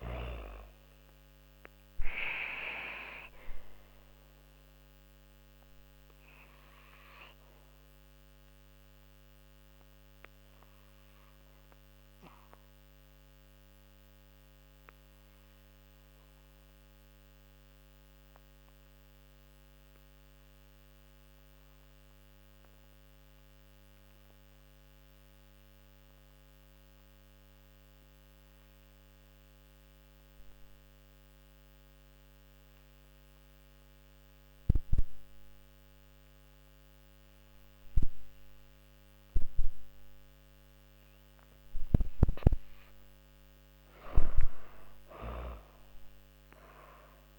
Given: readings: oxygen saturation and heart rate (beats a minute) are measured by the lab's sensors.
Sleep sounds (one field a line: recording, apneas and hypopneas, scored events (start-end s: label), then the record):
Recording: breathing in sleep by a microphone on the trachea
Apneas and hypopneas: 1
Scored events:
0.00-17.50 s: oxygen desaturation (device-marked, oxygen 83% lowest)
1.50-41.50 s: obstructive apnea (oxygen 99% before, 83% lowest)
34.50-47.39 s: oxygen desaturation (device-marked, oxygen 99% before, 83% lowest)
43.00-47.39 s: arousal
43.50-47.39 s: snoring (device-marked)
From the record:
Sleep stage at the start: N2 (light sleep)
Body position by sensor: on the back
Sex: female